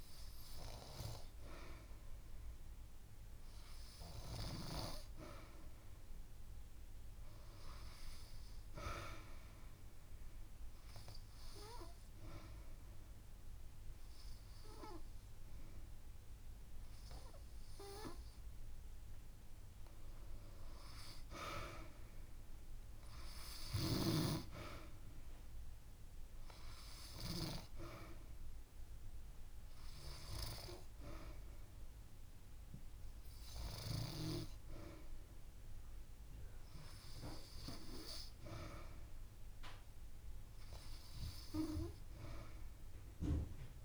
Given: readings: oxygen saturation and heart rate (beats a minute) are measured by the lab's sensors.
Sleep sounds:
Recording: breathing in sleep by a room microphone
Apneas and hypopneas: 1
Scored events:
0.00-1.00 s: arousal
7.00-9.00 s: long interval between heartbeats (device-marked)
8.50-19.50 s: obstructive apnea (oxygen 97% before, 93% lowest)
22.00-25.00 s: arousal
28.50-30.50 s: long interval between heartbeats (device-marked)
From the record:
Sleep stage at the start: N2 (light sleep)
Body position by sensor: on the back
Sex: female

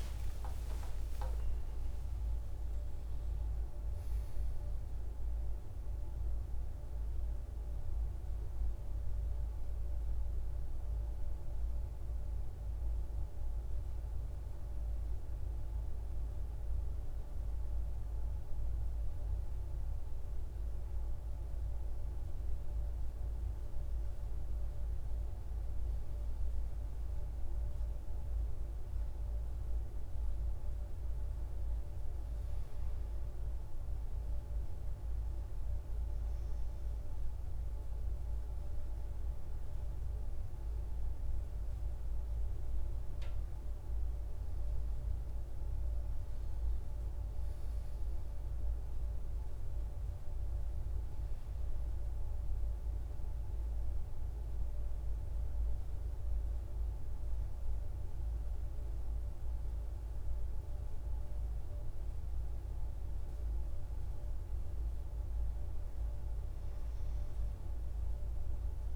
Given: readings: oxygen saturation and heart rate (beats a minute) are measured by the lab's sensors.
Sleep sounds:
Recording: a person partly awake in a sleep study, hard to hear, by a room microphone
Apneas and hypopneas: 2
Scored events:
10.50-68.96 s: new sleep stage, N2 (light sleep)
11.50-28.50 s: hypopnea (oxygen 98% before, 91% lowest, heart rate 67 before, 53 extreme, up 8 after)
28.50-47.50 s: oxygen desaturation (device-marked, oxygen 97% before, 91% lowest, heart rate 57 before, 57 extreme)
31.00-35.50 s: arousal
51.50-63.00 s: obstructive apnea (oxygen 97% before, 88% lowest, heart rate 62 before, 57 extreme, up 3 after)
65.50-68.96 s: arousal
From the record:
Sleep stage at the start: awake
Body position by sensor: on the back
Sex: male

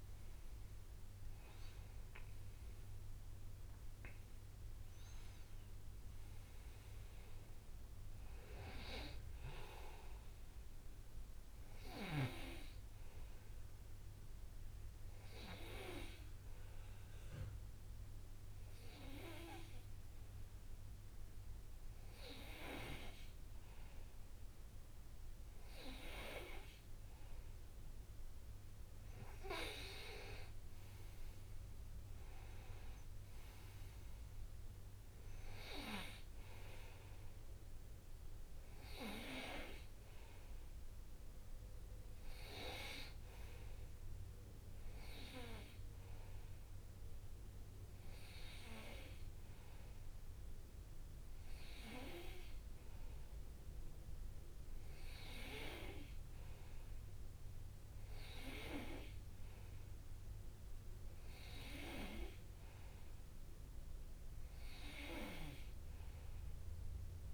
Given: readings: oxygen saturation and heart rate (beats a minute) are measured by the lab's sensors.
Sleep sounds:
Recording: breathing in sleep by a room microphone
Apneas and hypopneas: 1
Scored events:
6.00-10.00 s: arousal
16.50-27.50 s: obstructive apnea (oxygen 97% before, 96% lowest, heart rate 66 before, 63 extreme, up 8 after)
33.00-37.00 s: arousal
36.50-38.50 s: long interval between heartbeats (device-marked, heart rate 66 before, 76 extreme)
From the record:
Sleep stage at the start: N2 (light sleep)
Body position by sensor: on the right side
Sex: male

